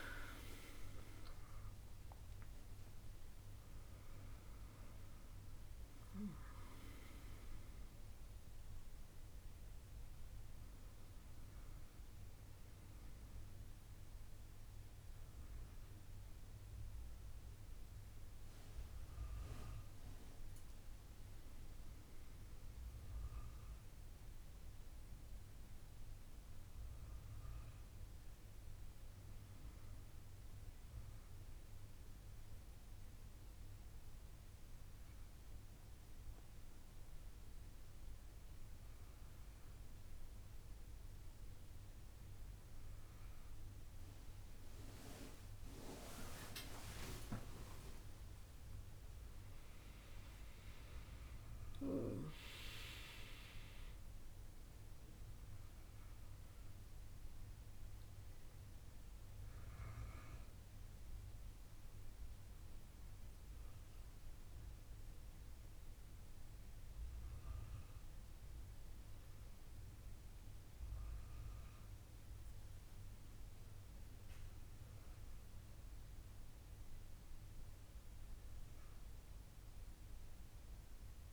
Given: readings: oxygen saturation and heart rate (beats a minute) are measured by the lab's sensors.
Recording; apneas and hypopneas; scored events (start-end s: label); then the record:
breathing in sleep by a room microphone; 2
18.50-78.50 s: new sleep stage, N1 (lightest sleep)
22.50-26.50 s: arousal
31.50-45.00 s: central apnea (oxygen 99% before, 96% lowest, heart rate 72 before, 67 extreme, up 20 after)
47.00-52.00 s: arousal
61.50-73.50 s: hypopnea (oxygen 99% before, 96% lowest, heart rate 78 before, 74 extreme, up 2 after)
78.50-81.33 s: new sleep stage, awake
From the record:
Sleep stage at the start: N2 (light sleep); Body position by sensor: on the back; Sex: female